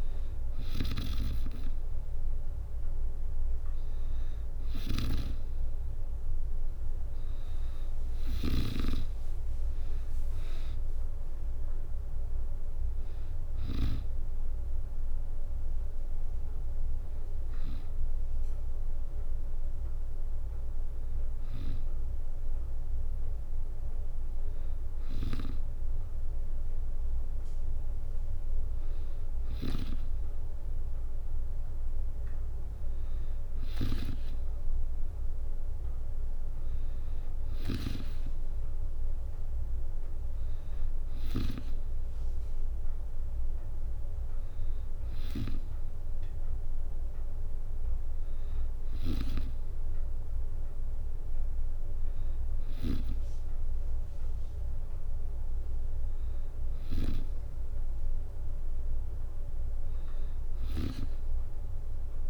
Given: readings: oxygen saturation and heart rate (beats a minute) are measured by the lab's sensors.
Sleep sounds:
breathing in sleep by a room microphone; none
0.00-13.50 s: snoring (device-marked)
7.00-19.00 s: drop in pulse transit time (device-marked, heart rate 66 before, 64 extreme)
From the record:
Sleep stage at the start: N2 (light sleep); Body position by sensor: on the back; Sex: female

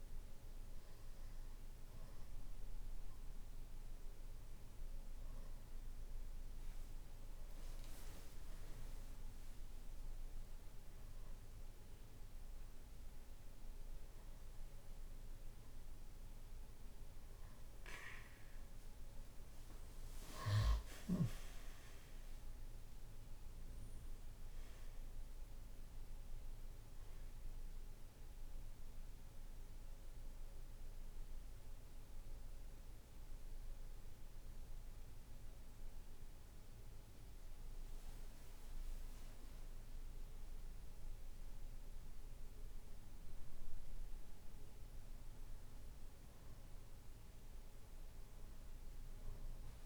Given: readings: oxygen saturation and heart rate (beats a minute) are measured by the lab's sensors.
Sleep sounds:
breathing in sleep, hard to hear, by a room microphone; none
none scored
From the record:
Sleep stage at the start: N2 (light sleep); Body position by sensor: on the back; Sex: male

